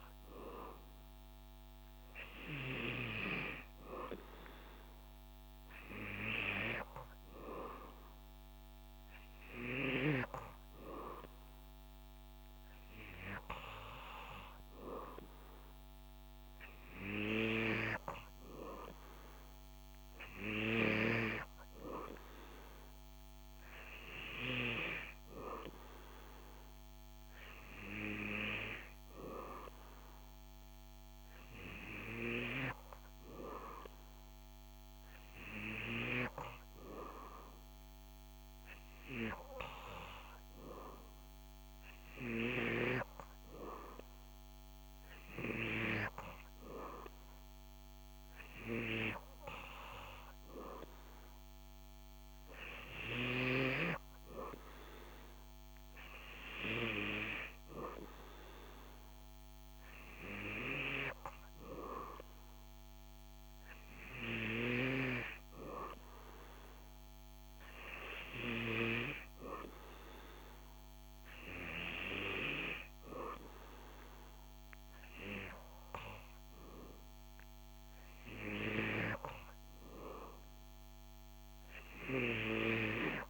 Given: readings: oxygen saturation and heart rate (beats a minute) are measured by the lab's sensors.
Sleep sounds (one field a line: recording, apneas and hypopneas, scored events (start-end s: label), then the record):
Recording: breathing in sleep by a microphone on the trachea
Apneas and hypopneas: none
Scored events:
none scored
From the record:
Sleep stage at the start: N3 (deep sleep)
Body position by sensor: on the back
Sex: male